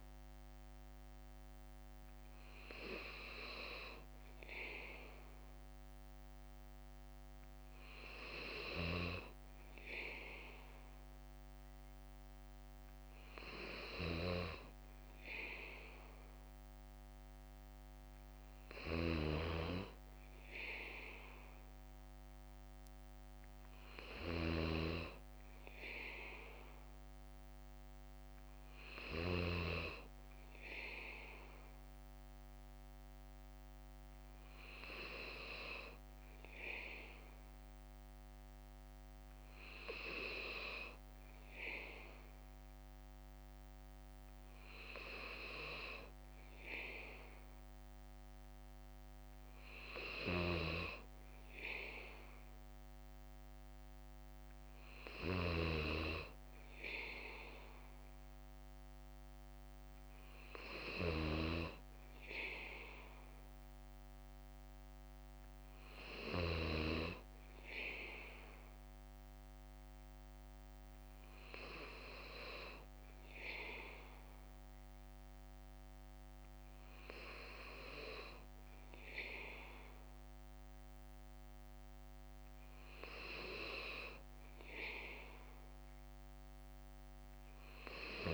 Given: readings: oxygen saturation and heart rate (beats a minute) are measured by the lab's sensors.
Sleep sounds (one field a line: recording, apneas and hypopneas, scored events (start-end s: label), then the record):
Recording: breathing in sleep by a microphone on the trachea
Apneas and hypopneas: none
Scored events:
0.00-1.00 s: bradycardia (device-marked, heart rate 58 extreme)
0.00-13.00 s: drop in pulse transit time (device-marked, heart rate 58 extreme)
10.00-16.00 s: bradycardia (device-marked, heart rate 59 before, 59 extreme)
28.00-36.00 s: bradycardia (device-marked, heart rate 59 before, 58 extreme)
65.00-74.00 s: bradycardia (device-marked, heart rate 59 before, 59 extreme)
76.00-88.34 s: bradycardia (device-marked, heart rate 59 before, 58 extreme)
From the record:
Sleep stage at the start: N3 (deep sleep)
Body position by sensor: on the back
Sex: male